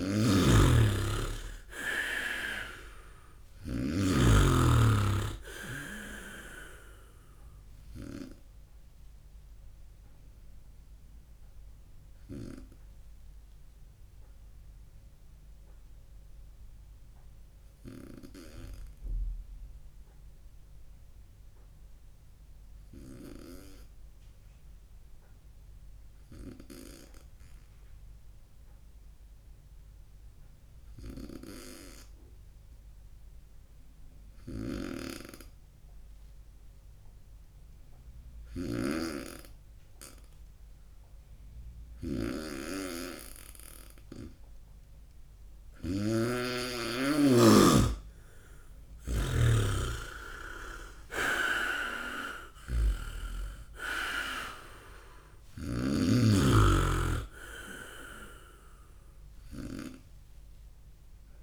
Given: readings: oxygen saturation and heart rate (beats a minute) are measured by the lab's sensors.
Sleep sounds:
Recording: breathing in sleep by a room microphone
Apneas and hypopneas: 1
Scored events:
0.00-1.50 s: arousal
5.00-19.00 s: oxygen desaturation (device-marked, oxygen 97% before, 94% lowest, heart rate 67 before, 60 extreme)
9.00-44.50 s: obstructive apnea (oxygen 99% before, 92% lowest, heart rate 67 before, 59 extreme, up 12 after)
34.50-60.00 s: snoring (device-marked)
47.00-50.50 s: arousal
From the record:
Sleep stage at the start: N2 (light sleep)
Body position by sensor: on the right side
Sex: male

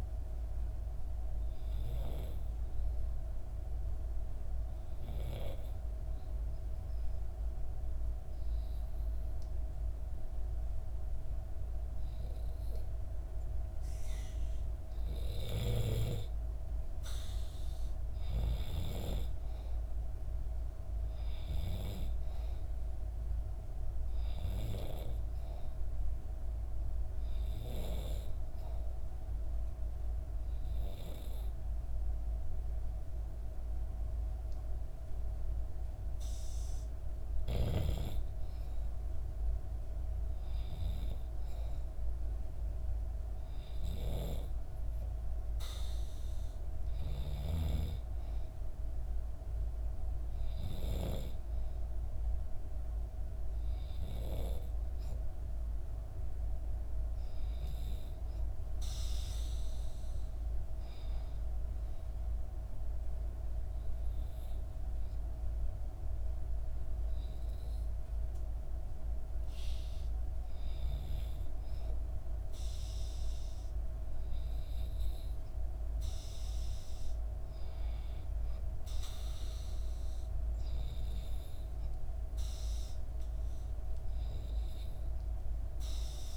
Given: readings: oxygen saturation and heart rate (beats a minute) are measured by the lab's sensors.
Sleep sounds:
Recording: breathing in sleep by a room microphone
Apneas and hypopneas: 2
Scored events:
1.50-14.50 s: obstructive apnea (oxygen 96% before, 93% lowest, heart rate 65 before, 63 extreme, up 4 after)
16.00-19.50 s: arousal
20.50-37.50 s: oxygen desaturation (device-marked, oxygen 96% before, 93% lowest, heart rate 64 before, 63 extreme)
27.00-37.00 s: obstructive apnea (oxygen 96% before, 93% lowest, heart rate 66 before, 63 extreme, up 2 after)
39.00-43.00 s: arousal
From the record:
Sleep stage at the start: N2 (light sleep)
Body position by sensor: on the back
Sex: female

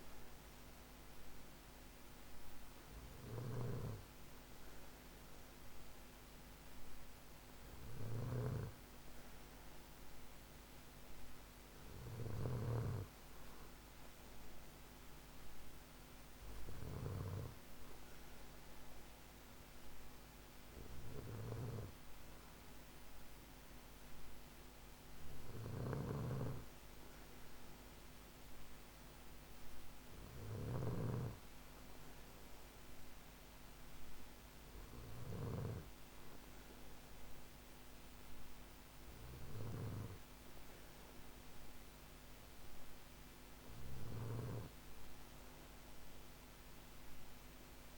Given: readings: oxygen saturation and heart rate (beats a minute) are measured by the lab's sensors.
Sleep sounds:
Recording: breathing in sleep by a microphone on the trachea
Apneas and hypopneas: none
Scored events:
0.00-47.98 s: snoring (device-marked)
From the record:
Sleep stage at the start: N2 (light sleep)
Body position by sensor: on the back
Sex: male

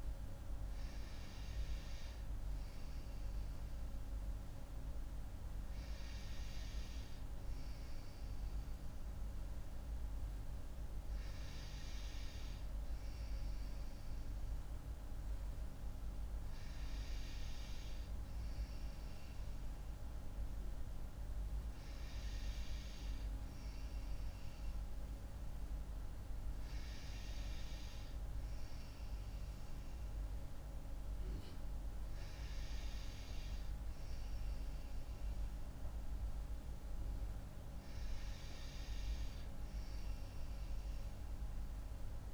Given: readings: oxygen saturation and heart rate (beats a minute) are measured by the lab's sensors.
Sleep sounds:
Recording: breathing in sleep, hard to hear, by a room microphone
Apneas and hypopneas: none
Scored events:
none scored
From the record:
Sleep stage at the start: N2 (light sleep)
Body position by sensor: on the right side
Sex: female

